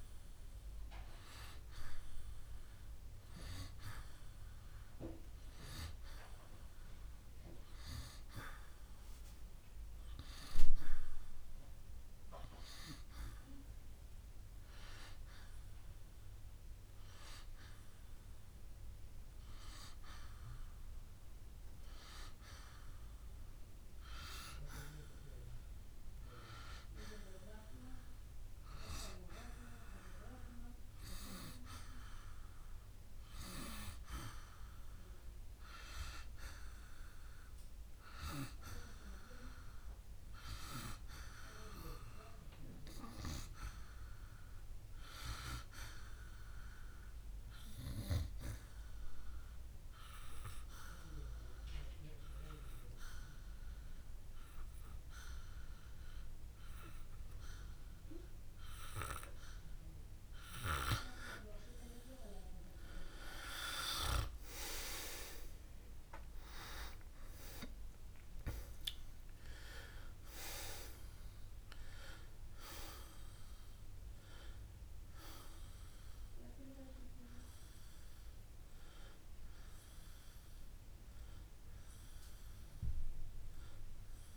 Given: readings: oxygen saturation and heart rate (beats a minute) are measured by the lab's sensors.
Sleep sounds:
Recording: breathing in sleep by a room microphone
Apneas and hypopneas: 2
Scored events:
0.00-1.50 s: arousal
7.00-22.00 s: hypopnea (oxygen 95% before, 90% lowest, heart rate 57 before, 56 extreme, up 1 after)
25.00-29.00 s: arousal
48.50-61.00 s: hypopnea (oxygen 94% before, 90% lowest, heart rate 58 before, 57 extreme, up 7 after)
70.00-83.00 s: oxygen desaturation (device-marked, oxygen 93% before, 90% lowest, heart rate 59 before, 57 extreme)
75.00-84.37 s: new sleep stage, awake
From the record:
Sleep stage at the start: N2 (light sleep)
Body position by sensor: on the back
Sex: male

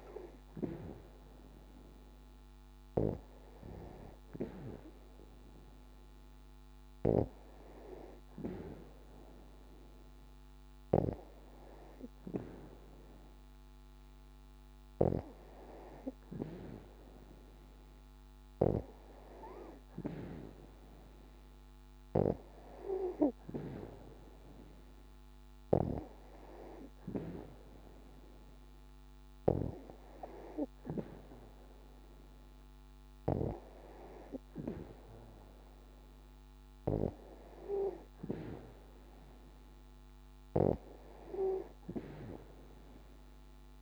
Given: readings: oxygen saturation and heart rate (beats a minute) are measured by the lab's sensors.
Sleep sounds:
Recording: breathing in sleep by a microphone on the trachea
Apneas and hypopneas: none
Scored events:
0.00-13.00 s: oxygen desaturation (device-marked, oxygen 96% before, 91% lowest, heart rate 67 before, 63 extreme)
25.50-29.50 s: snoring (device-marked)
From the record:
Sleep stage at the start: N2 (light sleep)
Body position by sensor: on the back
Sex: female

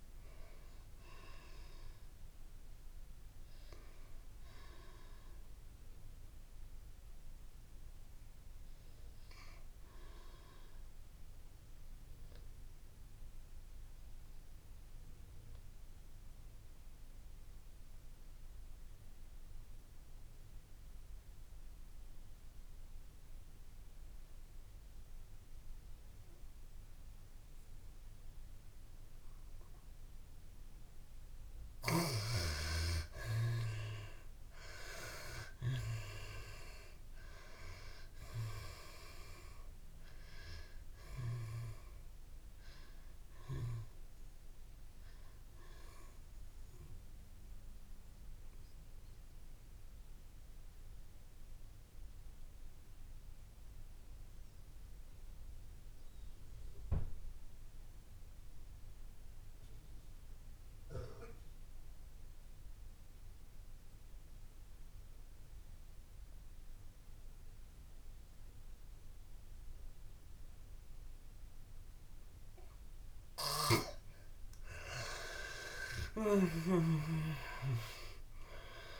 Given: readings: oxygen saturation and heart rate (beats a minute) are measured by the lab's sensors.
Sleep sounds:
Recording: breathing in sleep by a room microphone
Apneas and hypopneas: 2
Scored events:
0.00-20.00 s: oxygen desaturation (device-marked, oxygen 75% lowest, heart rate 65 extreme)
4.50-30.00 s: mixed apnea (oxygen 98% before, 75% lowest, heart rate 95 before, 102 extreme, up 8 after)
27.00-60.00 s: oxygen desaturation (device-marked, oxygen 98% before, 77% lowest, heart rate 145 before, 102 extreme)
30.50-34.00 s: arousal
43.00-72.00 s: mixed apnea (oxygen 98% before, 74% lowest, heart rate 129 before, 106 extreme)
71.00-79.00 s: oxygen desaturation (device-marked, oxygen 98% before, 74% lowest, heart rate 140 before, 126 extreme)
75.00-79.00 s: arousal
From the record:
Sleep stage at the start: N2 (light sleep)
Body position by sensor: on the back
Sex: female

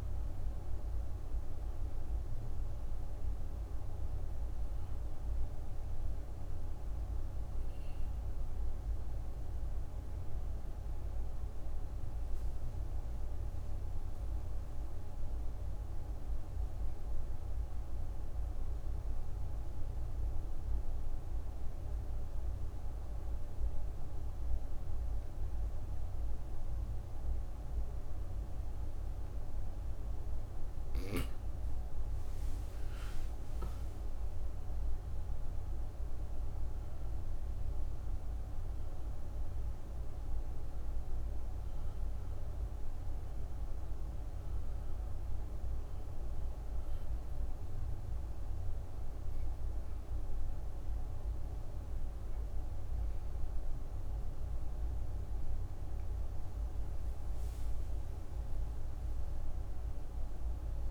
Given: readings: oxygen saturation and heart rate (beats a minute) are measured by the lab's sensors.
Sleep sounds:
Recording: breathing in sleep, hard to hear, by a room microphone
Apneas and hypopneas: 1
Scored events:
0.00-19.00 s: oxygen desaturation (device-marked, oxygen 90% lowest)
8.50-31.00 s: obstructive apnea (oxygen 99% before, 85% lowest)
32.00-60.91 s: oxygen desaturation (device-marked, oxygen 99% before, 85% lowest)
33.00-38.00 s: arousal
From the record:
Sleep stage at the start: N2 (light sleep)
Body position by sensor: on the back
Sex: female

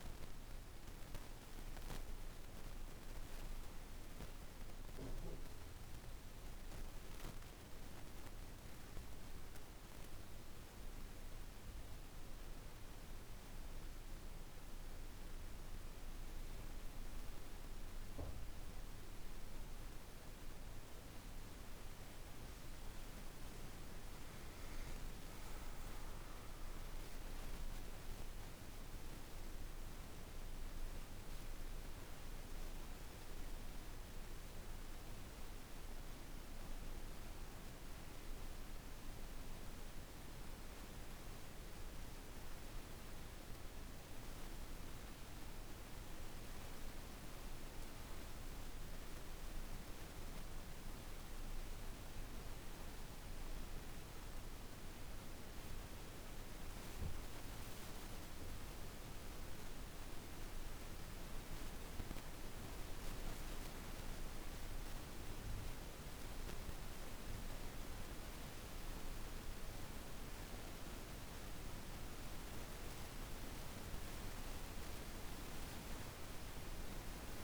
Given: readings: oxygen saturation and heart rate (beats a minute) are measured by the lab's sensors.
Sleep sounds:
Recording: a person partly awake in a sleep study, hard to hear, by a room microphone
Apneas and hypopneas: none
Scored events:
29.50-59.50 s: new sleep stage, N1 (lightest sleep)
59.50-77.44 s: new sleep stage, N2 (light sleep)
From the record:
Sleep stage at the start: awake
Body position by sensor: on the right side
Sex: female

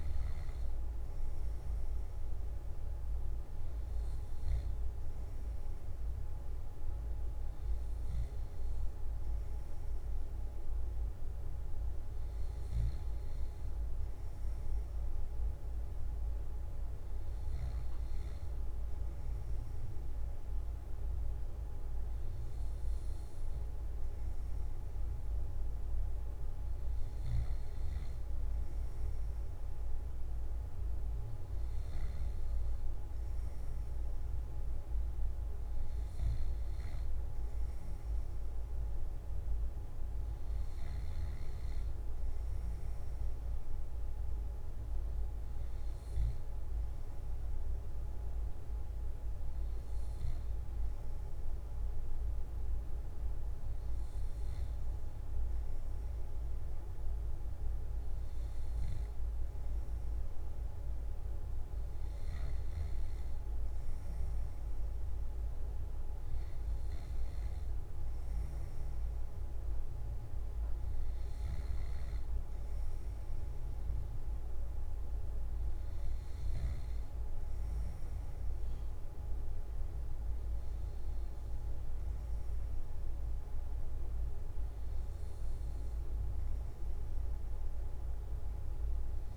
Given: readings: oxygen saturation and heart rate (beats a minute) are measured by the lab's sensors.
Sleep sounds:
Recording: breathing in sleep, hard to hear, by a room microphone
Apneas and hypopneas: none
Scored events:
none scored
From the record:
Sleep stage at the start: N2 (light sleep)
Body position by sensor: on the left side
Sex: male

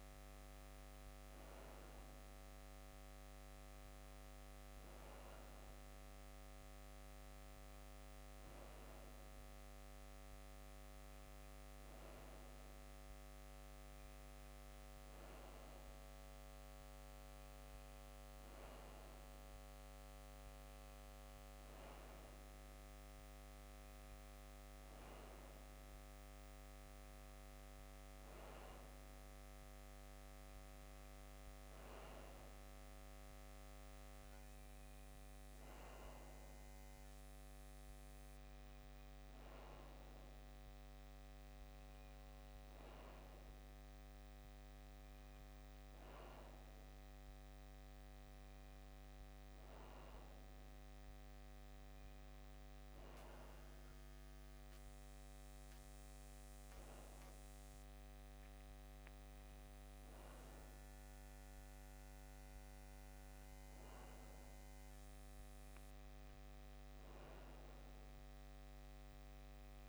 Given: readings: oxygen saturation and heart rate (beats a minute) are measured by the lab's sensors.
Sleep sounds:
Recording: breathing in sleep, hard to hear, by a microphone on the trachea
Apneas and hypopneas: none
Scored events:
none scored
From the record:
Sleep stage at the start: N2 (light sleep)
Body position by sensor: on the left side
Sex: male

